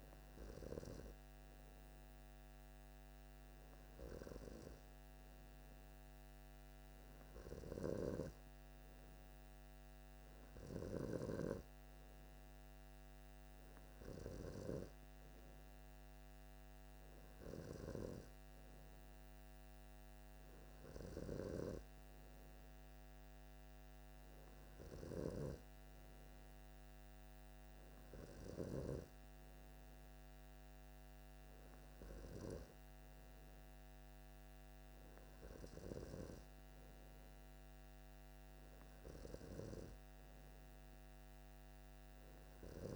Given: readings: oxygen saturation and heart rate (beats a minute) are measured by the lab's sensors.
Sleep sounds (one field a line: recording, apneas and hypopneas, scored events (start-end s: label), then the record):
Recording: breathing in sleep by a microphone on the trachea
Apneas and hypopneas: none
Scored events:
none scored
From the record:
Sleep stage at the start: N3 (deep sleep)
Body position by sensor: on the left side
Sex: male